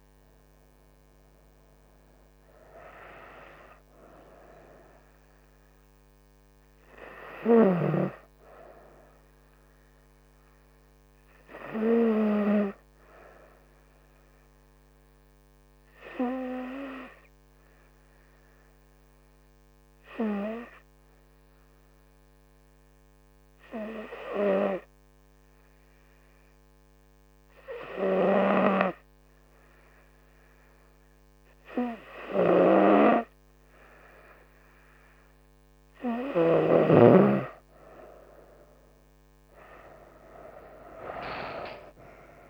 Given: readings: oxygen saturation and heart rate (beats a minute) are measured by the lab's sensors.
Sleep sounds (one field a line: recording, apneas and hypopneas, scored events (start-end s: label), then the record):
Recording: breathing in sleep by a microphone on the trachea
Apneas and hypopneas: 1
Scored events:
16.50-33.50 s: hypopnea (oxygen 96% before, 93% lowest, heart rate 74 before, 65 extreme, up 5 after)
37.00-42.50 s: oxygen desaturation (device-marked, oxygen 97% before, 94% lowest, heart rate 69 before, 65 extreme)
40.00-42.50 s: arousal
From the record:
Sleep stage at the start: N2 (light sleep)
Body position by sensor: on the front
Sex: female